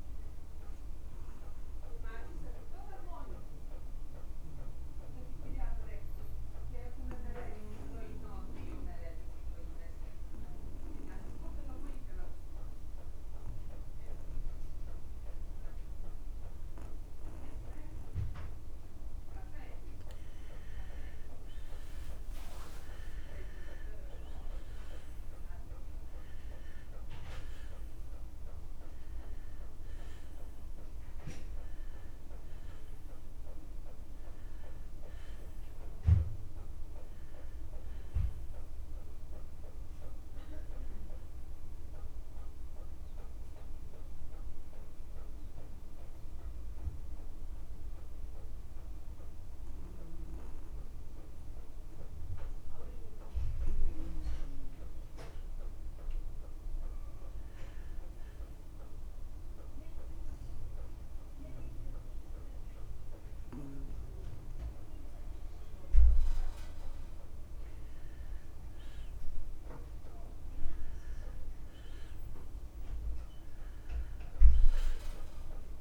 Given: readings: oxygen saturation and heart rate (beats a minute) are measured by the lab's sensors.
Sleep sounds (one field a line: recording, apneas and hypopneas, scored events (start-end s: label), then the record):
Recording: breathing in sleep by a room microphone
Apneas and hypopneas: 2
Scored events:
0.00-22.00 s: oxygen desaturation (device-marked, oxygen 91% lowest, heart rate 54 extreme)
4.50-21.00 s: mixed apnea (oxygen 97% before, 89% lowest, heart rate 58 before, 54 extreme, up 24 after)
23.00-25.00 s: long interval between heartbeats (device-marked, heart rate 56 before, 78 extreme)
23.00-26.00 s: arousal
29.00-58.00 s: oxygen desaturation (device-marked, oxygen 96% before, 89% lowest, heart rate 63 before, 55 extreme)
43.50-56.00 s: obstructive apnea (oxygen 96% before, 89% lowest, heart rate 64 before, 55 extreme, up 3 after)
68.50-73.00 s: arousal
74.00-75.81 s: oxygen desaturation (device-marked, oxygen 97% before, 91% lowest, heart rate 57 before, 54 extreme)
From the record:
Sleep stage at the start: N2 (light sleep)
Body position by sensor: on the back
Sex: male